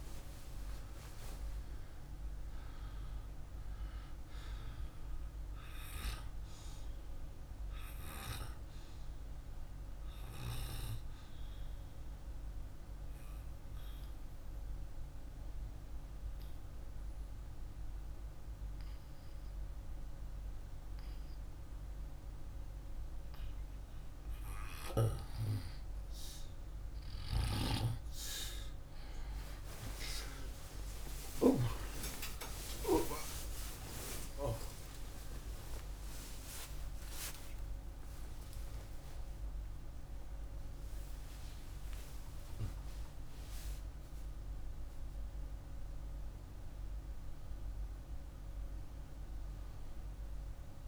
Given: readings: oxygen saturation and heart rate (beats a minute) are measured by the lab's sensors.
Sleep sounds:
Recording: breathing in sleep by a room microphone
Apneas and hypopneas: 1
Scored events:
7.50-16.50 s: oxygen desaturation (device-marked, oxygen 98% before, 95% lowest, heart rate 50 before, 47 extreme)
8.00-24.00 s: obstructive apnea (oxygen 98% before, 88% lowest, heart rate 50 before, 47 extreme, up 27 after)
29.50-34.50 s: arousal
43.50-50.88 s: oxygen desaturation (device-marked, oxygen 97% before, 88% lowest, heart rate 67 before, 49 extreme)
From the record:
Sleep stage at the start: N2 (light sleep)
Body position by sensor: on the back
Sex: male

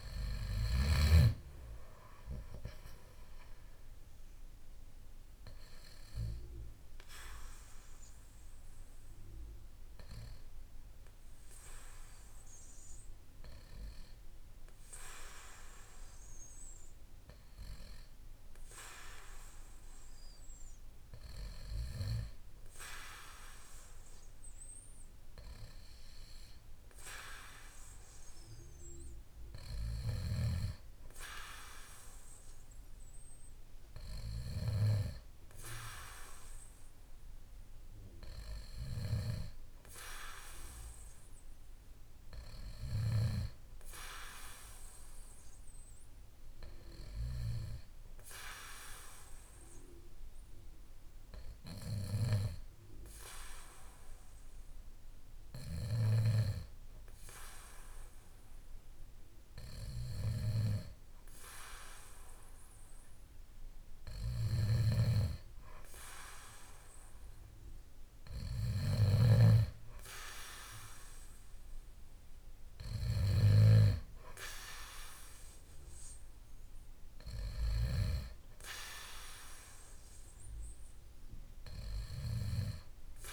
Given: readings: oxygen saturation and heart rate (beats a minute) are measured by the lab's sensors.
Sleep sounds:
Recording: breathing in sleep by a room microphone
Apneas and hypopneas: 1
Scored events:
0.00-3.00 s: arousal
8.00-21.50 s: hypopnea (oxygen 95% before, 93% lowest, heart rate 55 before, 47 extreme, up 5 after)
24.00-26.50 s: arousal
64.00-73.00 s: snoring (device-marked)
From the record:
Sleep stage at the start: N2 (light sleep)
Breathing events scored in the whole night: 135 in 6.0 hours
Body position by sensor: on the back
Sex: male

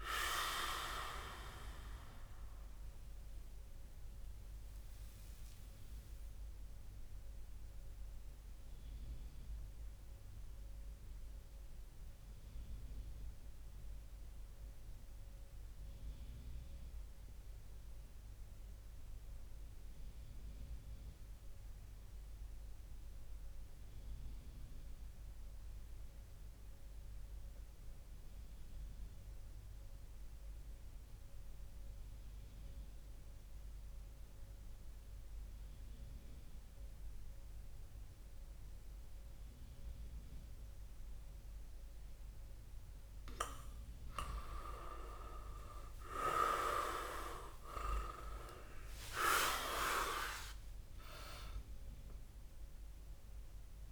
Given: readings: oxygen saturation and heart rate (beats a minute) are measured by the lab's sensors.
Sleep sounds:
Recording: breathing in sleep by a room microphone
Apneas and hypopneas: 1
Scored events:
0.00-1.00 s: oxygen desaturation (device-marked, oxygen 95% lowest, heart rate 39 extreme)
3.50-42.00 s: mixed apnea (oxygen 99% before, 96% lowest)
42.00-53.92 s: oxygen desaturation (device-marked, oxygen 100% before, 96% lowest)
47.50-51.50 s: arousal
From the record:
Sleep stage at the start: N2 (light sleep)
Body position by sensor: on the back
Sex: male

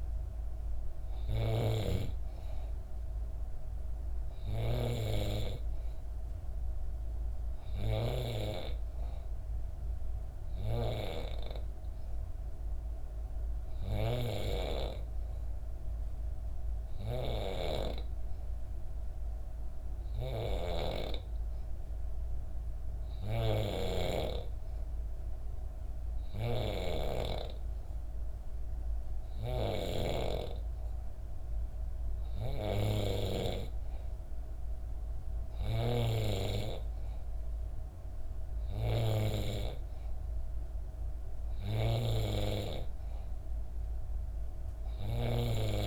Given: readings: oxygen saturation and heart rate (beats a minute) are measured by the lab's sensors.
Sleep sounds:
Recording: breathing in sleep by a room microphone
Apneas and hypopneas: 1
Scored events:
15.00-28.50 s: hypopnea (oxygen 93% before, 90% lowest, heart rate 65 before, 64 extreme, up 0 after)
20.00-35.50 s: snoring (device-marked)
31.00-34.00 s: arousal
From the record:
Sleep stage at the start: N2 (light sleep)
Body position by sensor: on the back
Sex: female

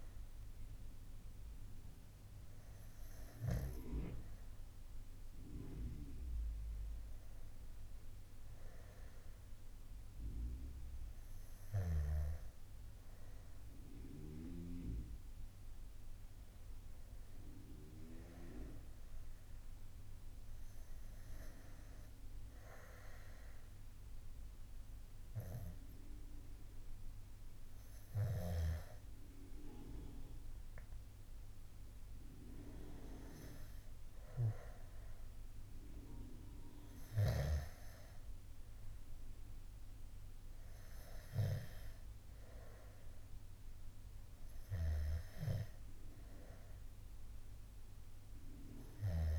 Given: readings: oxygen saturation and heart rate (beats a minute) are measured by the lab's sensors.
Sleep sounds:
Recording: breathing in sleep by a room microphone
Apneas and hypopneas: none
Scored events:
none scored
From the record:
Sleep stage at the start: N2 (light sleep)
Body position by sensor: on the back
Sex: male

